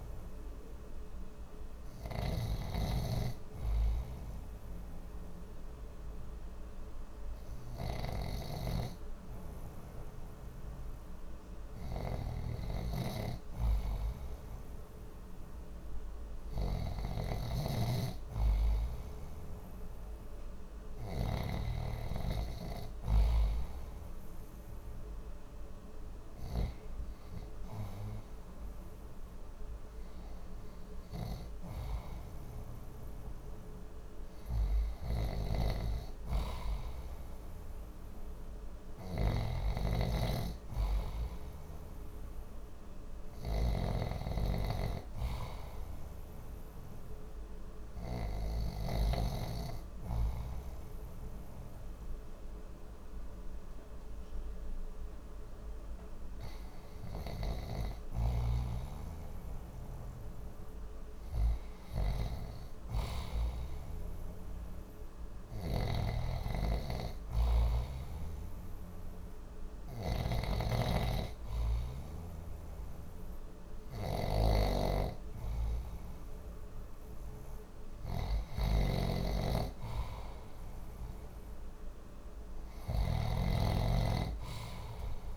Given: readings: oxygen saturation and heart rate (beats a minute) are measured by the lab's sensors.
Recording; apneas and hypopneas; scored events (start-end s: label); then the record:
breathing in sleep by a room microphone; 1
0.00-10.50 s: oxygen desaturation (device-marked, oxygen 89% lowest, heart rate 63 extreme)
2.00-21.50 s: snoring (device-marked)
35.50-41.50 s: arousal
39.00-49.00 s: snoring (device-marked)
46.50-59.50 s: hypopnea (oxygen 91% before, 89% lowest, heart rate 65 before, 63 extreme, up 1 after)
63.00-67.50 s: arousal
64.50-85.37 s: new sleep stage, N2 (light sleep)
65.50-85.37 s: snoring (device-marked)
From the record:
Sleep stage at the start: REM sleep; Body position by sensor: on the left side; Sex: male